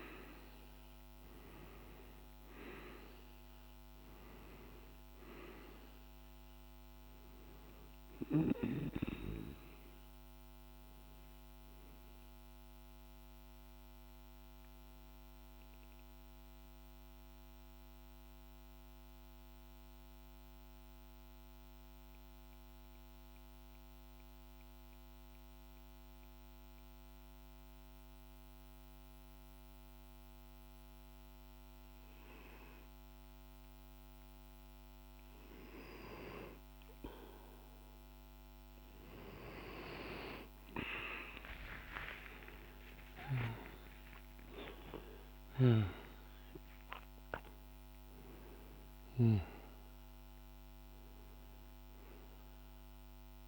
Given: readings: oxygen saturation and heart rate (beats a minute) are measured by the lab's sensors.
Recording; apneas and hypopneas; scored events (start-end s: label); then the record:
breathing in sleep by a microphone on the trachea; 1
0.00-20.00 s: oxygen desaturation (device-marked, oxygen 90% lowest, heart rate 55 extreme)
15.00-33.50 s: mixed apnea (oxygen 96% before, 90% lowest, heart rate 60 before, 54 extreme, up 10 after)
33.00-53.48 s: oxygen desaturation (device-marked, oxygen 99% before, 90% lowest, heart rate 55 before, 50 extreme)
40.00-45.00 s: arousal
From the record:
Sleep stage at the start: N2 (light sleep); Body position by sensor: on the back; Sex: male